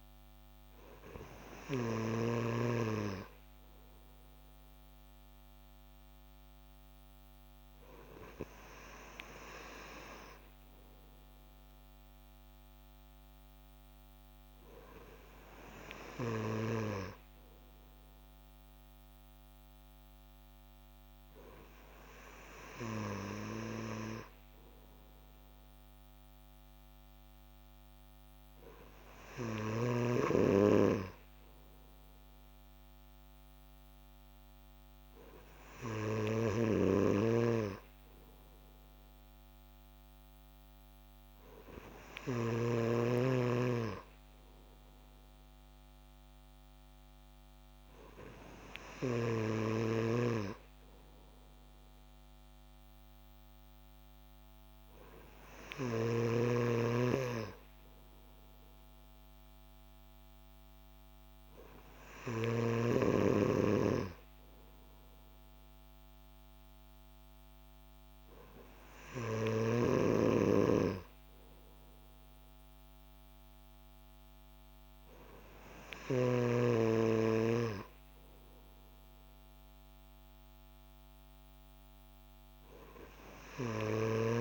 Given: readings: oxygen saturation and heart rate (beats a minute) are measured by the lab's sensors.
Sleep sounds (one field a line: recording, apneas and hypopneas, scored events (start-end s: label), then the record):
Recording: breathing in sleep by a microphone on the trachea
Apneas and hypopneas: none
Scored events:
none scored
From the record:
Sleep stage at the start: N3 (deep sleep)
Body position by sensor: on the back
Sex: male